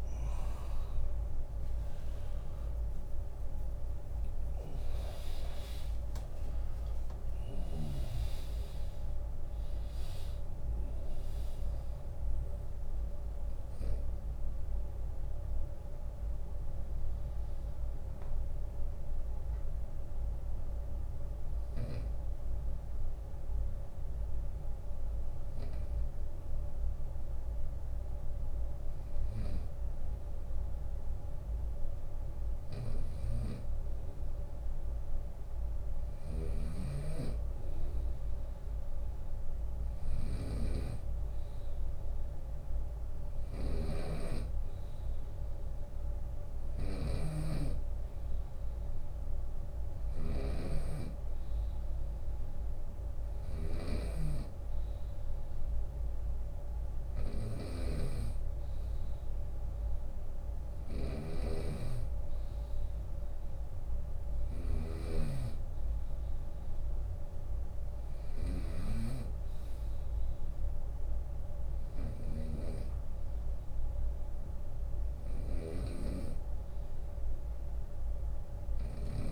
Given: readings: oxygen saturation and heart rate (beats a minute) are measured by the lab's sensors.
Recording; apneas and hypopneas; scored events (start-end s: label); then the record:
breathing in sleep by a room microphone; 1
0.00-2.00 s: long interval between heartbeats (device-marked, heart rate 73 before, 66 extreme)
0.00-12.00 s: drop in pulse transit time (device-marked, heart rate 73 before, 66 extreme)
3.00-14.00 s: oxygen desaturation (device-marked, oxygen 100% before, 96% lowest, heart rate 72 before, 66 extreme)
17.00-28.00 s: hypopnea (oxygen 100% before, 95% lowest, heart rate 76 before, 66 extreme, up 12 after)
20.00-22.00 s: long interval between heartbeats (device-marked, heart rate 77 before, 70 extreme)
26.50-28.50 s: long interval between heartbeats (device-marked, heart rate 76 before, 67 extreme)
29.50-33.50 s: arousal
31.50-79.32 s: snoring (device-marked)
33.50-35.50 s: long interval between heartbeats (device-marked, heart rate 72 before, 77 extreme)
61.00-73.00 s: drop in pulse transit time (device-marked, heart rate 71 before, 76 extreme)
From the record:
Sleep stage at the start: N2 (light sleep); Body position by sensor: on the right side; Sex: male